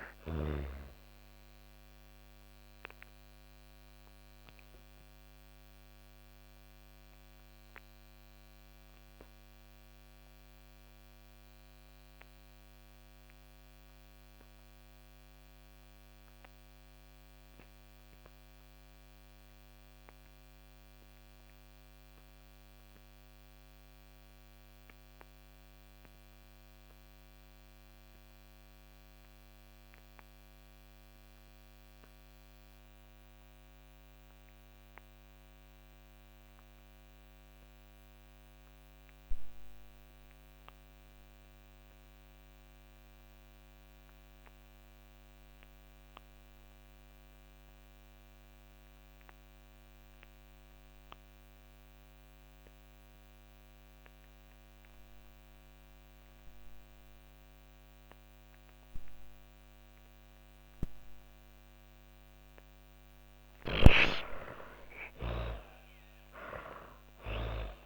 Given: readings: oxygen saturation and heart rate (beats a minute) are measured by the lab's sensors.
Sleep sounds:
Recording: breathing in sleep by a microphone on the trachea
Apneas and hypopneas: 1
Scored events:
0.00-19.00 s: oxygen desaturation (device-marked, oxygen 79% lowest, heart rate 86 extreme)
2.50-60.00 s: obstructive apnea (oxygen 99% before, 55% lowest, heart rate 123 before, 86 extreme, up 15 after)
38.00-62.00 s: oxygen desaturation (device-marked, oxygen 96% before, 74% lowest, heart rate 122 before, 92 extreme)
62.50-66.50 s: arousal
From the record:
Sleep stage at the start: N2 (light sleep)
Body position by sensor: on the back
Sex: female

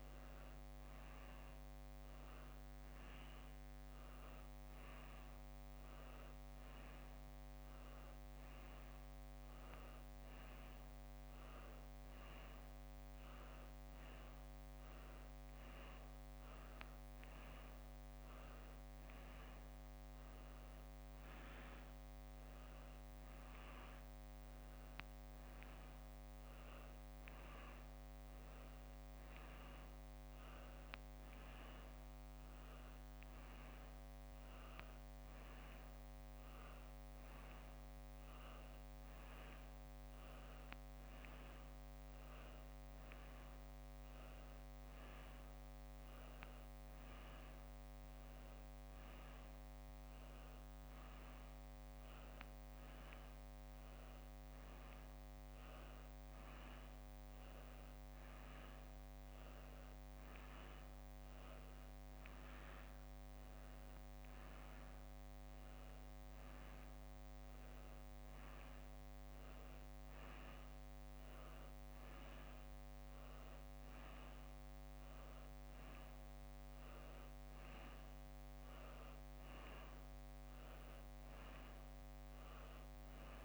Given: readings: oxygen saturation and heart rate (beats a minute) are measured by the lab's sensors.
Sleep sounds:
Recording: a person awake in a sleep study, hard to hear, by a microphone on the trachea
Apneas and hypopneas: none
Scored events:
7.50-20.50 s: drop in pulse transit time (device-marked, heart rate 63 before, 61 extreme)
53.50-64.50 s: drop in pulse transit time (device-marked, heart rate 65 before, 63 extreme)
78.00-79.50 s: leg movement (device-marked)
79.50-80.50 s: leg movement (device-marked)
82.00-83.45 s: leg movement (device-marked)
From the record:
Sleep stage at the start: awake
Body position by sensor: on the back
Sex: female

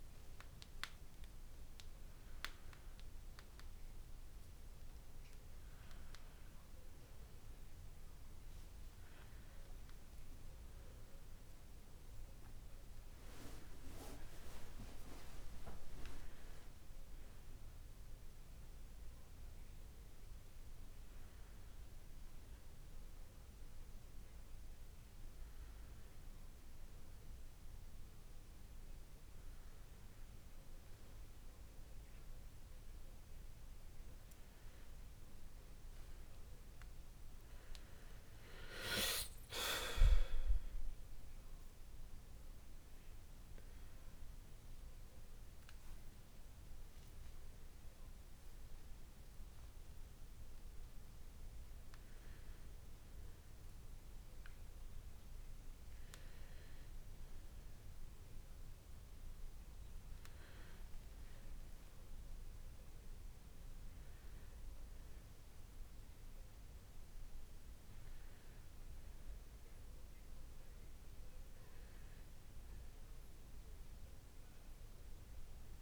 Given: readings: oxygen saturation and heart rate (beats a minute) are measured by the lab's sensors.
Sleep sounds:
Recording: a person awake in a sleep study, by a room microphone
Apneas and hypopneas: none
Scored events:
none scored
From the record:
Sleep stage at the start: awake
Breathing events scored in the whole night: 217 in 6.2 hours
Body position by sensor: on the back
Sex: male

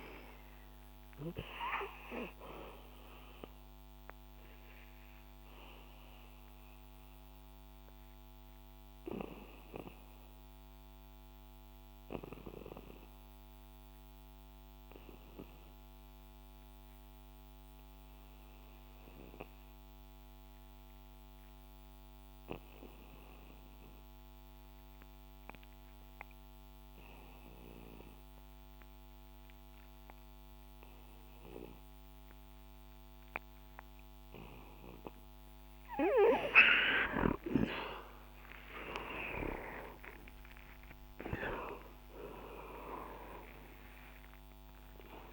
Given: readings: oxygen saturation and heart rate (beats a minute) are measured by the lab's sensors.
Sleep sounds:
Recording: breathing in sleep by a microphone on the trachea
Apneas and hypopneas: 1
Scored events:
0.00-25.50 s: oxygen desaturation (device-marked, oxygen 87% lowest, heart rate 62 extreme)
4.00-36.50 s: obstructive apnea (oxygen 99% before, 87% lowest, heart rate 69 before, 62 extreme, up 24 after)
32.50-45.33 s: oxygen desaturation (device-marked, oxygen 99% before, 90% lowest, heart rate 64 before, 67 extreme)
From the record:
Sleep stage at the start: N2 (light sleep)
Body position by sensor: on the back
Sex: male

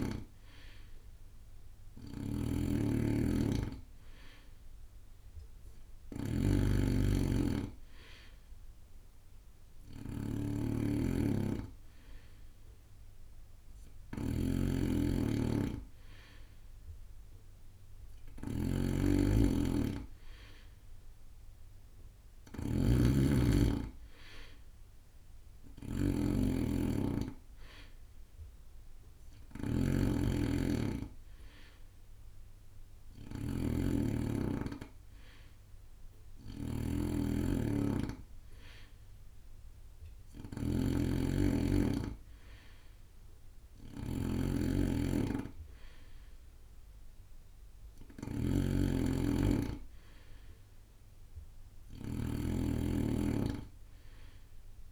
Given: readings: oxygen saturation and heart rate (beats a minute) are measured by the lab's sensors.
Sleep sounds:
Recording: breathing in sleep by a room microphone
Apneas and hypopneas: none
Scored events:
0.00-54.92 s: snoring (device-marked)
From the record:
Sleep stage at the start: N2 (light sleep)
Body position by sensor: on the right side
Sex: male

